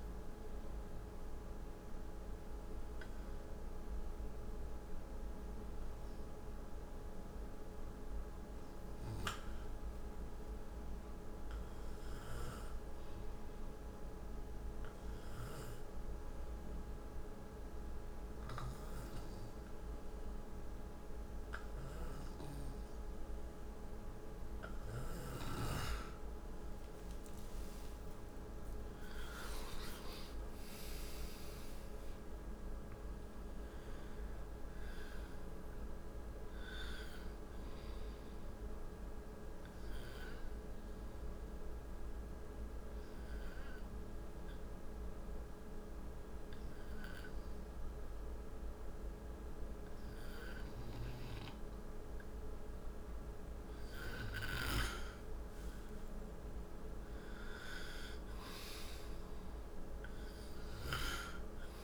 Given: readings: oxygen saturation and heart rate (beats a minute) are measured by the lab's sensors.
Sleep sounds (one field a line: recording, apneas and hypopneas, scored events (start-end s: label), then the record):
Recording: breathing in sleep, hard to hear, by a room microphone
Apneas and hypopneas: 2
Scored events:
0.00-10.00 s: oxygen desaturation (device-marked, oxygen 87% lowest, heart rate 54 extreme)
13.00-25.50 s: hypopnea (oxygen 98% before, 92% lowest, heart rate 62 before, 54 extreme, up 55 after)
27.00-32.00 s: arousal
40.50-54.00 s: obstructive apnea (oxygen 98% before, 88% lowest, heart rate 77 before, 55 extreme, up 22 after)
55.50-59.00 s: arousal
From the record:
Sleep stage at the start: N2 (light sleep)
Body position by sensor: on the right side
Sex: male